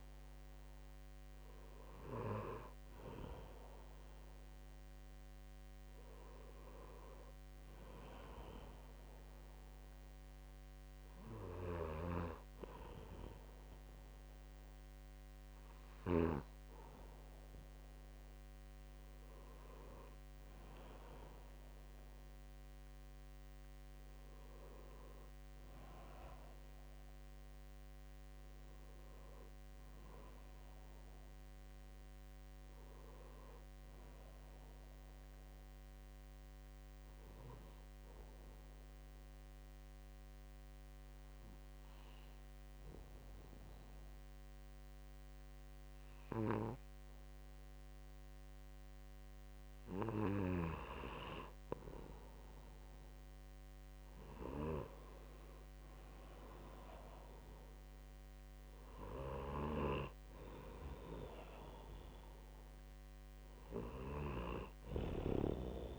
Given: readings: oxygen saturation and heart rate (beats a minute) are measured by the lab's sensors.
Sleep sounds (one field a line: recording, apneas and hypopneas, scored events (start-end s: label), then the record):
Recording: breathing in sleep by a microphone on the trachea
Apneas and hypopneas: 1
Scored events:
12.50-17.00 s: snoring (device-marked)
19.50-65.99 s: new sleep stage, N2 (light sleep)
39.50-50.50 s: obstructive apnea (oxygen 97% before, 95% lowest, heart rate 67 before, 64 extreme, up 2 after)
53.50-57.50 s: arousal
From the record:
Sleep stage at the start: N1 (lightest sleep)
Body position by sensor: on the right side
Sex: male